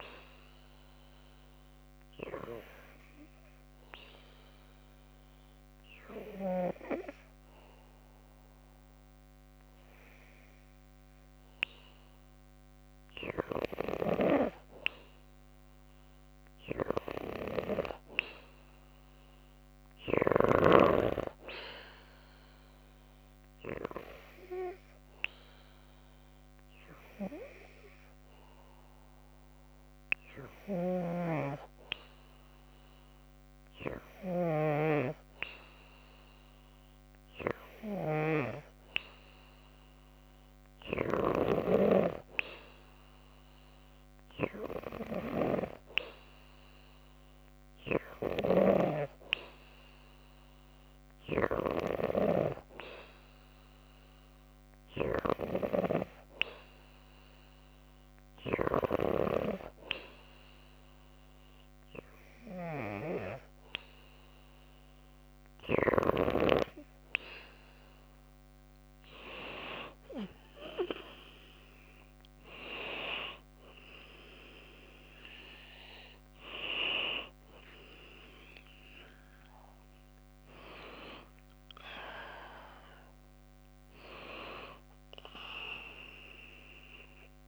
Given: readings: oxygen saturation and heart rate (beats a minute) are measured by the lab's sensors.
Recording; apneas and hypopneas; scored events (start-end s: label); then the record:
breathing in sleep by a microphone on the trachea; 3
0.50-12.50 s: obstructive apnea (oxygen 96% before, 93% lowest, heart rate 56 before, 56 extreme, up 1 after)
15.00-18.50 s: arousal
23.50-35.50 s: hypopnea (oxygen 96% before, 93% lowest, heart rate 57 before, 55 extreme, up 0 after)
44.50-49.00 s: arousal
58.00-68.00 s: hypopnea (oxygen 95% before, 94% lowest, heart rate 57 before, 57 extreme, up 4 after)
86.50-87.47 s: new sleep stage, awake
From the record:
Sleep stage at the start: N2 (light sleep); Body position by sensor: on the back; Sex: female